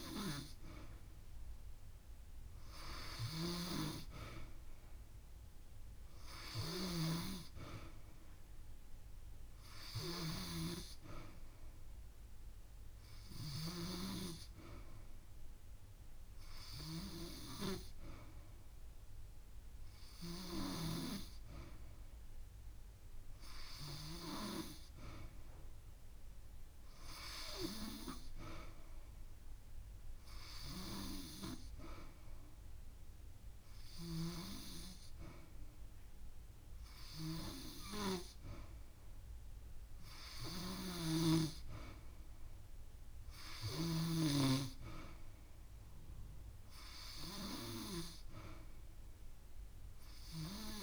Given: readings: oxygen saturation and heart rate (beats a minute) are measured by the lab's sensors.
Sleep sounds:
breathing in sleep by a room microphone; none
0.00-2.00 s: long interval between heartbeats (device-marked)
25.50-26.50 s: drop in pulse transit time (device-marked)
29.00-31.00 s: long interval between heartbeats (device-marked)
From the record:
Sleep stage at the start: N2 (light sleep); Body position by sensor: on the back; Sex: female

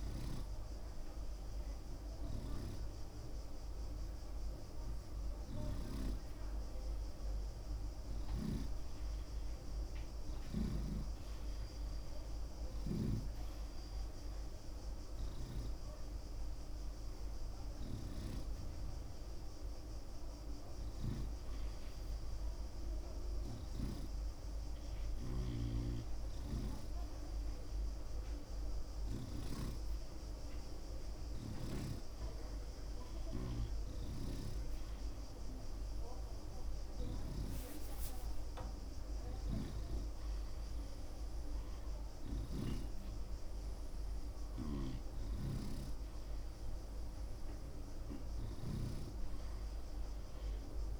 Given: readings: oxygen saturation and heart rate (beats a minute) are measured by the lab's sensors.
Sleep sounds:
breathing in sleep by a room microphone; none
23.50-29.50 s: snoring (device-marked)
31.50-51.00 s: snoring (device-marked)
39.00-43.00 s: arousal
From the record:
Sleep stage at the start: N2 (light sleep); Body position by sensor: on the right side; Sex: male

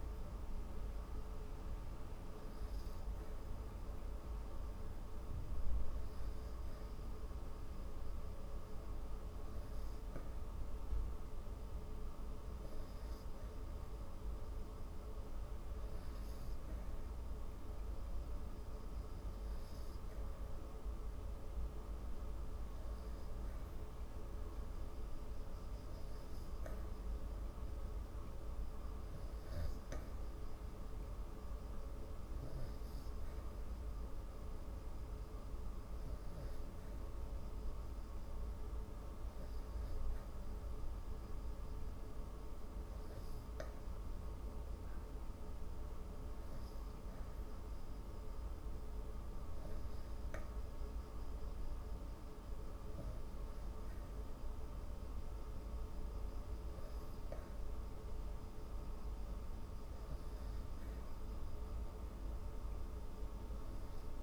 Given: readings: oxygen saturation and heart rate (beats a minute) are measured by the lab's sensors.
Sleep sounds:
breathing in sleep, hard to hear, by a room microphone; none
none scored
From the record:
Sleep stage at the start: N3 (deep sleep); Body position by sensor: on the back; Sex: female

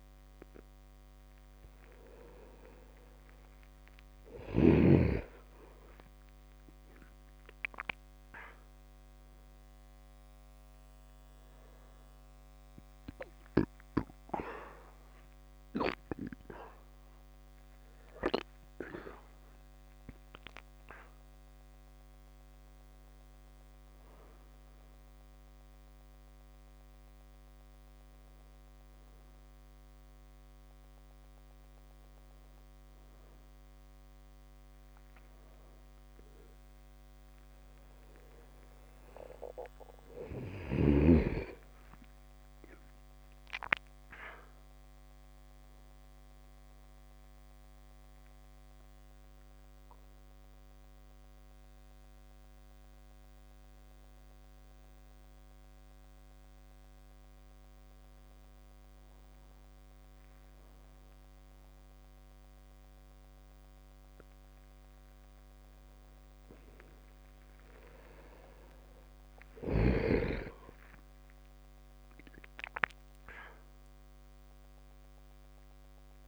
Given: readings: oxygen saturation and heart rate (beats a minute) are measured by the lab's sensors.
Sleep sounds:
a person awake in a sleep study, by a microphone on the trachea; none
53.50-55.50 s: long interval between heartbeats (device-marked)
74.00-76.00 s: long interval between heartbeats (device-marked)
From the record:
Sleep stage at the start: awake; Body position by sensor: on the back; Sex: male

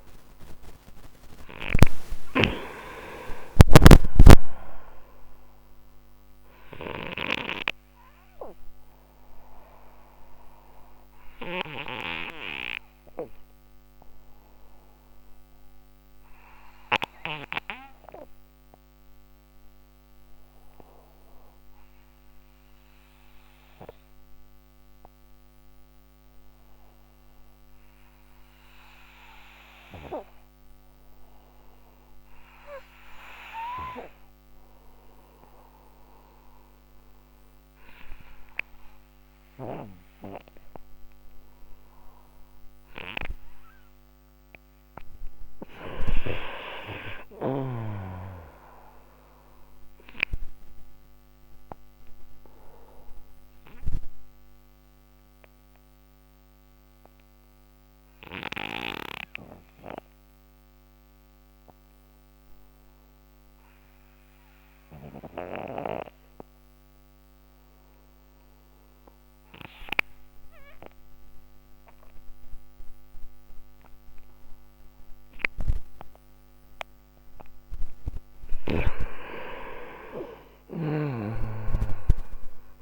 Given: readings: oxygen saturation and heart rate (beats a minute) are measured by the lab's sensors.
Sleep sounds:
breathing in sleep by a microphone on the trachea; 2
0.00-2.00 s: snoring (device-marked)
0.00-31.50 s: oxygen desaturation (device-marked, oxygen 90% lowest, heart rate 59 extreme)
21.00-38.00 s: obstructive apnea (oxygen 96% before, 89% lowest, heart rate 71 before, 60 extreme, up 50 after)
43.00-48.00 s: arousal
52.50-77.50 s: oxygen desaturation (device-marked, oxygen 95% before, 89% lowest, heart rate 90 before, 57 extreme)
54.50-77.50 s: obstructive apnea (oxygen 97% before, 87% lowest, heart rate 93 before, 57 extreme, up 16 after)
79.50-82.82 s: arousal
80.50-82.82 s: snoring (device-marked)
From the record:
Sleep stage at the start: N2 (light sleep); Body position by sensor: on the right side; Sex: male

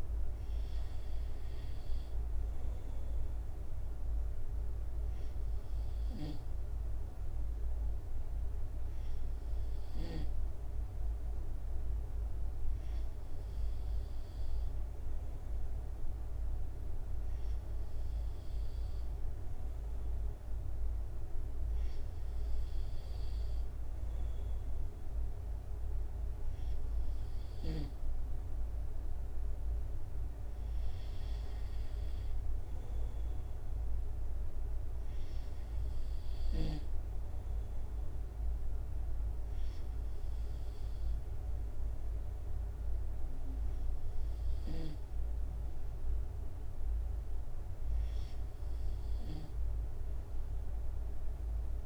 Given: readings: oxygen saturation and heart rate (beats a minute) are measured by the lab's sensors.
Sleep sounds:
breathing in sleep, hard to hear, by a room microphone; none
0.00-1.50 s: long interval between heartbeats (device-marked, heart rate 70 extreme)
From the record:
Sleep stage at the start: N2 (light sleep); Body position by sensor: on the right side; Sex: male

